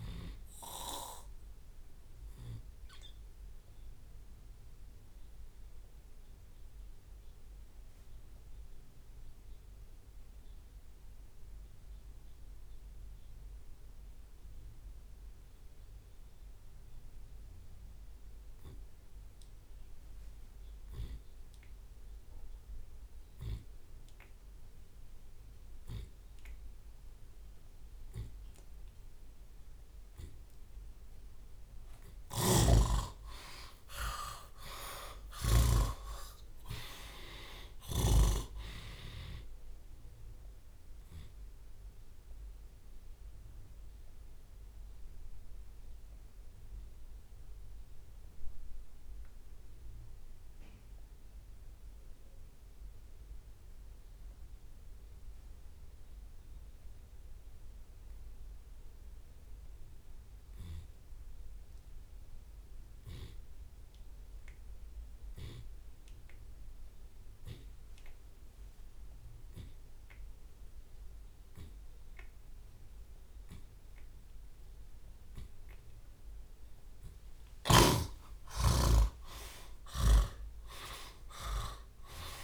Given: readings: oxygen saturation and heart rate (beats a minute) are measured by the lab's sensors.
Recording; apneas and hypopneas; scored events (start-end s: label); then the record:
breathing in sleep by a room microphone; 2
0.00-5.00 s: tachycardia (device-marked, heart rate 129 extreme)
0.50-2.50 s: long interval between heartbeats (device-marked, heart rate 89 before, 105 extreme)
2.00-13.00 s: drop in pulse transit time (device-marked, heart rate 94 before, 67 extreme)
2.50-4.50 s: long interval between heartbeats (device-marked, heart rate 94 before, 125 extreme)
3.00-32.00 s: obstructive apnea (oxygen 99% before, 71% lowest)
4.50-6.50 s: long interval between heartbeats (device-marked, heart rate 101 before, 128 extreme)
7.00-9.00 s: long interval between heartbeats (device-marked, heart rate 109 before, 99 extreme)
14.00-31.00 s: oxygen desaturation (device-marked, oxygen 95% before, 71% lowest)
17.00-24.00 s: tachycardia (device-marked, heart rate 80 before, 118 extreme)
17.50-19.50 s: long interval between heartbeats (device-marked, heart rate 95 before, 73 extreme)
21.00-23.00 s: long interval between heartbeats (device-marked, heart rate 91 before, 108 extreme)
24.00-26.00 s: long interval between heartbeats (device-marked, heart rate 90 before, 106 extreme)
26.00-28.00 s: long interval between heartbeats (device-marked, heart rate 88 before, 88 extreme)
26.00-36.00 s: tachycardia (device-marked, heart rate 80 before, 117 extreme)
28.50-30.50 s: long interval between heartbeats (device-marked, heart rate 87 before, 100 extreme)
30.50-32.50 s: long interval between heartbeats (device-marked, heart rate 89 before, 105 extreme)
32.50-34.50 s: long interval between heartbeats (device-marked, heart rate 92 before, 111 extreme)
32.50-36.00 s: snoring (device-marked)
33.00-37.00 s: arousal
36.00-51.00 s: drop in pulse transit time (device-marked)
40.50-42.50 s: long interval between heartbeats (device-marked, heart rate 106 before, 33 extreme)
42.00-76.50 s: obstructive apnea (oxygen 97% before, 73% lowest)
42.50-44.50 s: long interval between heartbeats (device-marked, heart rate 99 before, 53 extreme)
43.00-58.00 s: tachycardia (device-marked, heart rate 81 before, 146 extreme)
47.50-49.50 s: long interval between heartbeats (device-marked, heart rate 89 before, 126 extreme)
50.00-52.00 s: long interval between heartbeats (device-marked, heart rate 94 before, 130 extreme)
54.50-56.50 s: long interval between heartbeats (device-marked, heart rate 98 before, 110 extreme)
58.50-60.50 s: long interval between heartbeats (device-marked, heart rate 97 before, 104 extreme)
60.00-74.00 s: oxygen desaturation (device-marked, oxygen 97% before, 73% lowest)
63.00-65.00 s: drop in pulse transit time (device-marked, heart rate 108 before, 96 extreme)
63.00-72.00 s: tachycardia (device-marked, heart rate 81 before, 137 extreme)
64.00-66.00 s: long interval between heartbeats (device-marked, heart rate 111 before, 96 extreme)
69.00-71.00 s: long interval between heartbeats (device-marked, heart rate 111 before, 137 extreme)
72.00-74.00 s: long interval between heartbeats (device-marked, heart rate 111 before, 127 extreme)
76.50-78.50 s: long interval between heartbeats (device-marked, heart rate 111 before, 95 extreme)
78.00-82.43 s: arousal
80.00-82.43 s: drop in pulse transit time (device-marked, heart rate 106 before, 68 extreme)
80.00-82.43 s: snoring (device-marked)
80.50-82.43 s: long interval between heartbeats (device-marked, heart rate 106 before, 68 extreme)
From the record:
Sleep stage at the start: N2 (light sleep); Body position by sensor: on the left side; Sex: male